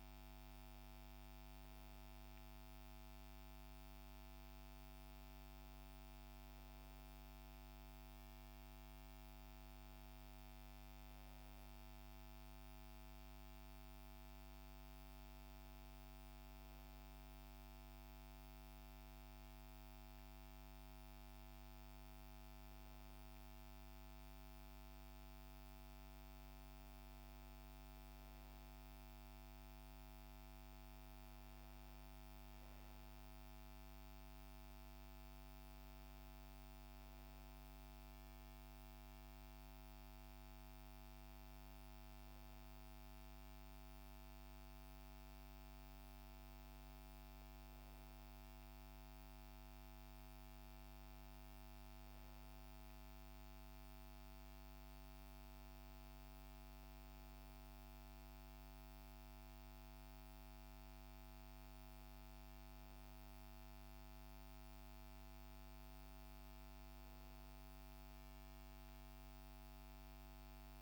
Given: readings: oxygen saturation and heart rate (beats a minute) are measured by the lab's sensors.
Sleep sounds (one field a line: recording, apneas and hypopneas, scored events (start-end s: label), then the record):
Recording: a person partly awake in a sleep study, hard to hear, by a microphone on the trachea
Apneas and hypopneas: none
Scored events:
34.50-70.82 s: new sleep stage, N1 (lightest sleep)
From the record:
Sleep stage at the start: awake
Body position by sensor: on the back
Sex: female